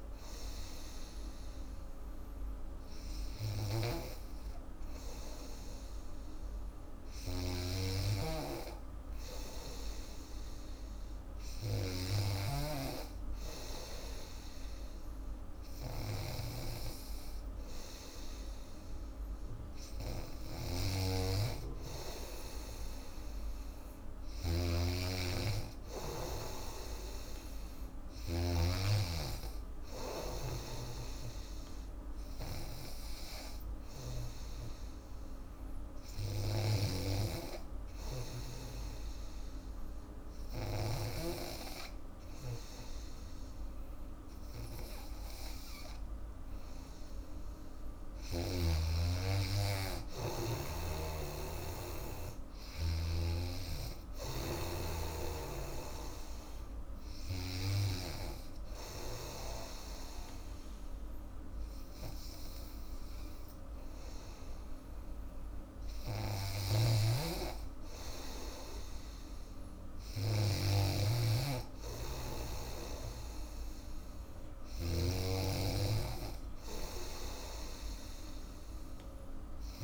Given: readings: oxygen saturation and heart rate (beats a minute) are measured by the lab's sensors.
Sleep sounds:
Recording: breathing in sleep by a room microphone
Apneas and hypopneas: 1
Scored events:
0.00-28.50 s: snoring (device-marked)
30.50-41.00 s: snoring (device-marked)
34.00-45.50 s: hypopnea (oxygen 97% before, 93% lowest, heart rate 87 before, 84 extreme, up 1 after)
47.00-50.50 s: arousal
53.00-57.50 s: snoring (device-marked)
53.00-66.00 s: oxygen desaturation (device-marked, oxygen 96% before, 93% lowest, heart rate 88 before, 84 extreme)
66.50-70.50 s: snoring (device-marked)
75.00-79.84 s: snoring (device-marked)
From the record:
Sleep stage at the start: N2 (light sleep)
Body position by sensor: on the back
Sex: female

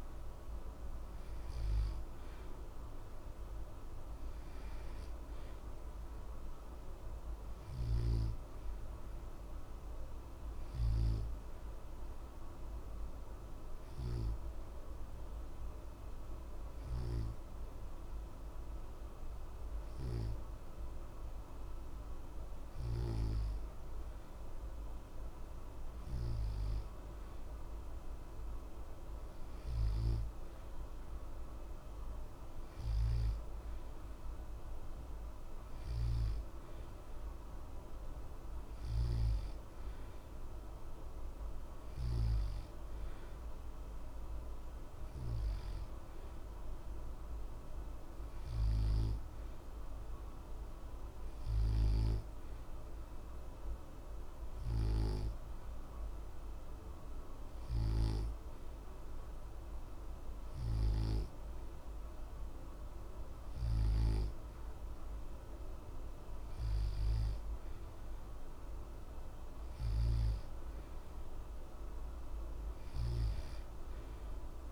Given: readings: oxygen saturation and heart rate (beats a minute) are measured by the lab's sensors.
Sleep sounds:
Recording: breathing in sleep by a room microphone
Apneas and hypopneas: 1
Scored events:
11.00-25.50 s: obstructive apnea (oxygen 91% before, 88% lowest, heart rate 60 before, 60 extreme, up 0 after)
28.00-32.00 s: arousal
From the record:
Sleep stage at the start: N2 (light sleep)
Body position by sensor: on the back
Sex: male

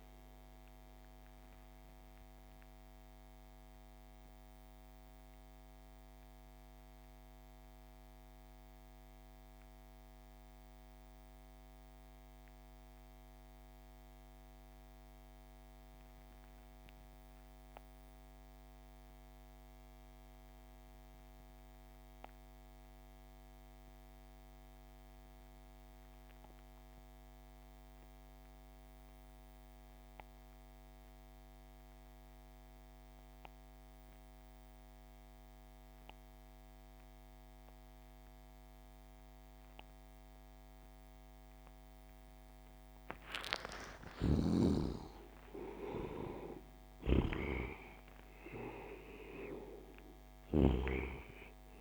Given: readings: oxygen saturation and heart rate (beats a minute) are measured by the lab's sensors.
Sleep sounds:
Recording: breathing in sleep by a microphone on the trachea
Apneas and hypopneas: 1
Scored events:
0.00-17.50 s: oxygen desaturation (device-marked, oxygen 70% lowest)
2.00-43.00 s: mixed apnea (oxygen 96% before, 67% lowest)
28.50-51.81 s: oxygen desaturation (device-marked, oxygen 98% before, 67% lowest)
43.50-50.50 s: snoring (device-marked)
44.00-47.00 s: arousal
From the record:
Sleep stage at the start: REM sleep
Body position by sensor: on the back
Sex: male

